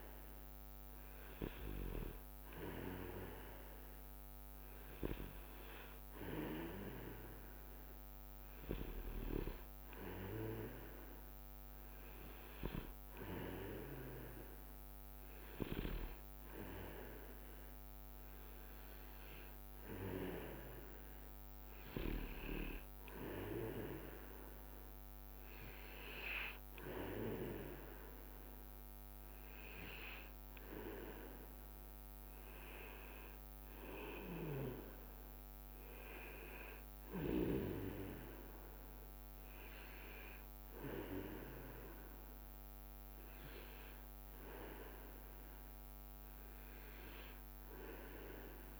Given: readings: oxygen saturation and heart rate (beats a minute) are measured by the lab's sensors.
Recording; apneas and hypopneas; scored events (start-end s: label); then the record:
breathing in sleep by a microphone on the trachea; none
31.50-34.50 s: leg movement (device-marked)
From the record:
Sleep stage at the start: N2 (light sleep); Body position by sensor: on the back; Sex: male